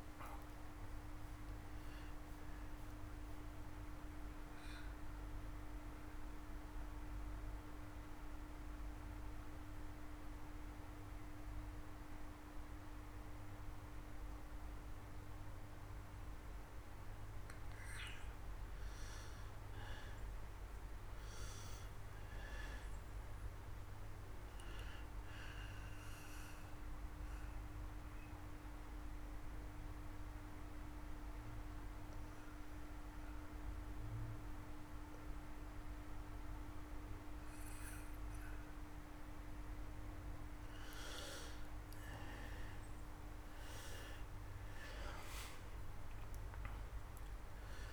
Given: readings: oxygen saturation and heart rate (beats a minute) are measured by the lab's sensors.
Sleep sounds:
breathing in sleep, hard to hear, by a room microphone; 2
0.00-22.00 s: oxygen desaturation (device-marked, oxygen 87% lowest)
3.50-17.00 s: mixed apnea (oxygen 97% before, 87% lowest)
19.50-23.50 s: arousal
24.00-35.00 s: oxygen desaturation (device-marked, oxygen 98% before, 90% lowest)
26.50-39.00 s: mixed apnea (oxygen 98% before, 86% lowest)
41.00-45.50 s: arousal
From the record:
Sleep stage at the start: N2 (light sleep); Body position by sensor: on the back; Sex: male

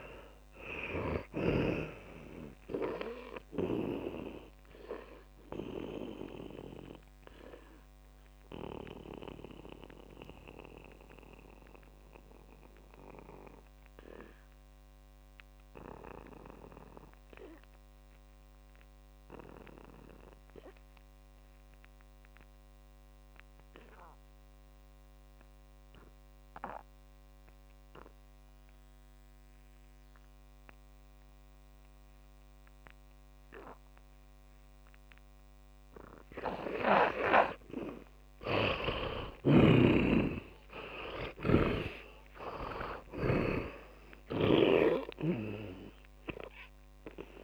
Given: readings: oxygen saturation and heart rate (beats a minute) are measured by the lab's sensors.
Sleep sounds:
breathing in sleep by a microphone on the trachea; 1
0.00-23.00 s: oxygen desaturation (device-marked, oxygen 72% lowest, heart rate 45 extreme)
5.50-38.00 s: mixed apnea (oxygen 100% before, 71% lowest, heart rate 57 before, 52 extreme, up 22 after)
34.00-47.44 s: oxygen desaturation (device-marked, oxygen 100% before, 71% lowest, heart rate 63 before, 46 extreme)
39.50-43.00 s: arousal
From the record:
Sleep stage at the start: N2 (light sleep); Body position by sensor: on the back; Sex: male

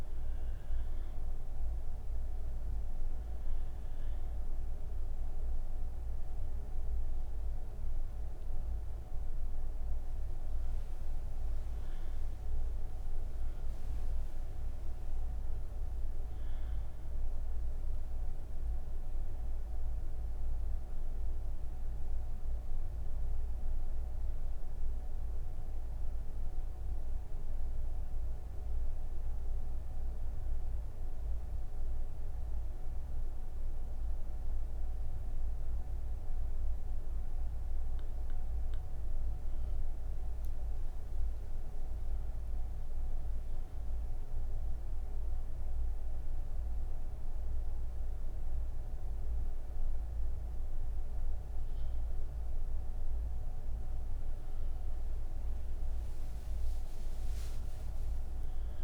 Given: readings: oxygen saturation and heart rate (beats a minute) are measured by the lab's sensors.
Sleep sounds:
breathing in sleep, hard to hear, by a room microphone; 1
31.00-41.00 s: obstructive apnea (oxygen 98% before, 95% lowest)
From the record:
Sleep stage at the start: N3 (deep sleep); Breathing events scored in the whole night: 113 in 5.3 hours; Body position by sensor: on the right side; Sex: female

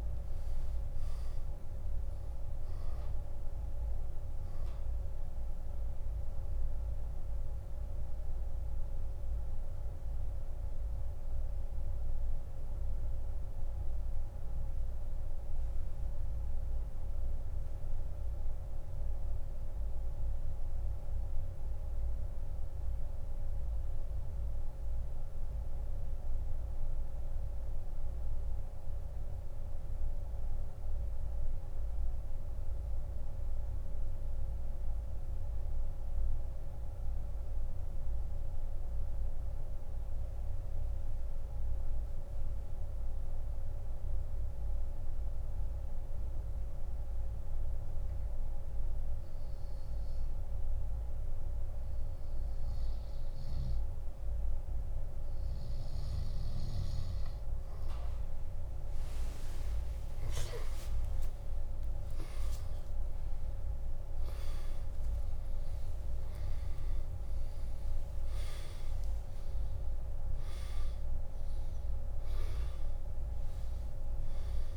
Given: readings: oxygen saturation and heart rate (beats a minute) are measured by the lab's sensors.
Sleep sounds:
breathing in sleep, hard to hear, by a room microphone; 1
0.00-10.50 s: oxygen desaturation (device-marked, oxygen 92% lowest)
8.50-52.50 s: central apnea (oxygen 97% before, 85% lowest)
31.50-46.50 s: oxygen desaturation (device-marked, oxygen 92% before, 85% lowest)
61.00-67.50 s: arousal
From the record:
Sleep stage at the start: N2 (light sleep); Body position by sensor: on the back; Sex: male

